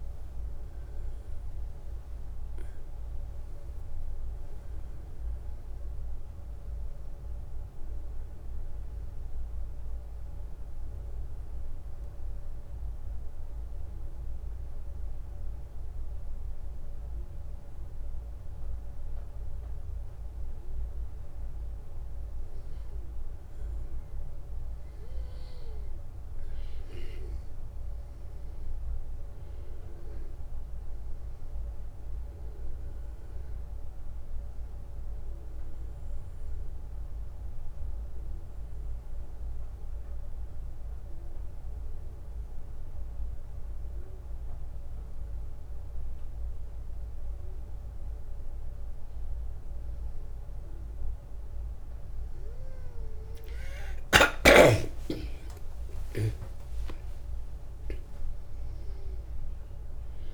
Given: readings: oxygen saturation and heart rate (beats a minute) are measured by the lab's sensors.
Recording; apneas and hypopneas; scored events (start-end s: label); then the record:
breathing in sleep by a room microphone; 2
0.00-2.50 s: oxygen desaturation (device-marked, oxygen 92% lowest, heart rate 63 extreme)
5.00-8.50 s: arousal
10.50-22.00 s: obstructive apnea (oxygen 97% before, 91% lowest, heart rate 71 before, 63 extreme, up 5 after)
24.50-28.00 s: arousal
28.50-45.50 s: oxygen desaturation (device-marked, oxygen 96% before, 91% lowest, heart rate 65 before, 61 extreme)
35.50-60.34 s: new sleep stage, N1 (lightest sleep)
37.50-47.50 s: obstructive apnea (oxygen 97% before, 91% lowest, heart rate 66 before, 61 extreme, up 22 after)
50.50-55.50 s: arousal
58.50-60.34 s: oxygen desaturation (device-marked, oxygen 96% before, 92% lowest, heart rate 69 before, 61 extreme)
From the record:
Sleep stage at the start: N2 (light sleep); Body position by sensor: on the back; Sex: male